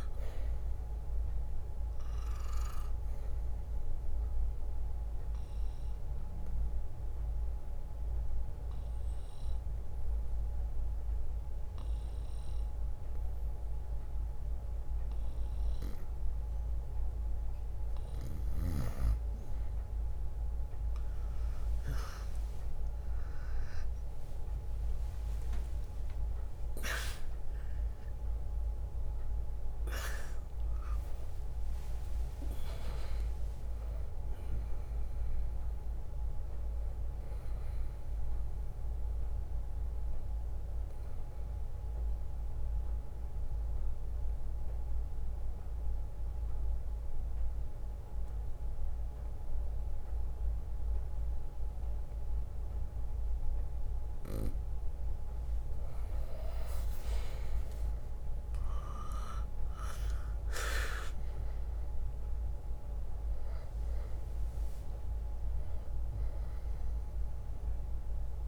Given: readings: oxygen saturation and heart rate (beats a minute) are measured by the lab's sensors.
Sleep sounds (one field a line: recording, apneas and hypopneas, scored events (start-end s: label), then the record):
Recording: breathing in sleep by a room microphone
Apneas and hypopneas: 2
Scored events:
0.00-2.00 s: long interval between heartbeats (device-marked, heart rate 61 before, 72 extreme)
0.00-8.50 s: drop in pulse transit time (device-marked, heart rate 59 extreme)
1.50-18.50 s: oxygen desaturation (device-marked, oxygen 98% before, 93% lowest, heart rate 62 before, 58 extreme)
2.50-4.50 s: bradycardia (device-marked, heart rate 63 before, 65 extreme)
3.50-18.50 s: obstructive apnea (oxygen 98% before, 93% lowest, heart rate 63 before, 58 extreme, up 31 after)
8.50-17.50 s: bradycardia (device-marked, heart rate 63 before, 58 extreme)
20.50-25.00 s: arousal
25.50-42.50 s: drop in pulse transit time (device-marked, heart rate 61 before, 67 extreme)
26.50-28.50 s: long interval between heartbeats (device-marked, heart rate 62 before, 96 extreme)
29.00-31.00 s: long interval between heartbeats (device-marked, heart rate 66 before, 98 extreme)
32.50-34.50 s: long interval between heartbeats (device-marked, heart rate 74 before, 99 extreme)
33.00-36.50 s: arousal
40.50-53.00 s: obstructive apnea (oxygen 98% before, 93% lowest, heart rate 86 before, 59 extreme, up 6 after)
45.50-52.50 s: bradycardia (device-marked, heart rate 64 before, 59 extreme)
55.50-59.50 s: arousal
59.50-68.48 s: oxygen desaturation (device-marked, oxygen 98% before, 95% lowest, heart rate 62 before, 54 extreme)
61.50-68.48 s: drop in pulse transit time (device-marked, heart rate 61 before, 63 extreme)
From the record:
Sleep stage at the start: N2 (light sleep)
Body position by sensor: on the right side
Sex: male